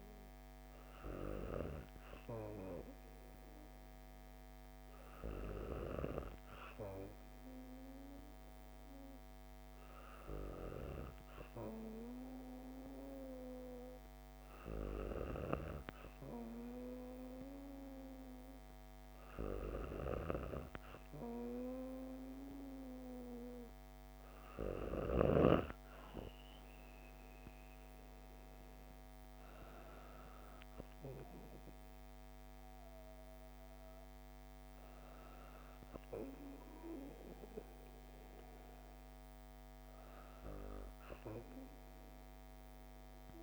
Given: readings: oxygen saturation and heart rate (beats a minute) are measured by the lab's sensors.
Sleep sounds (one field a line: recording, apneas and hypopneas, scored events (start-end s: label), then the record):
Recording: breathing in sleep by a microphone on the trachea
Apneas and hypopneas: none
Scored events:
none scored
From the record:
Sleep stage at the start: N2 (light sleep)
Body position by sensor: on the back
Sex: female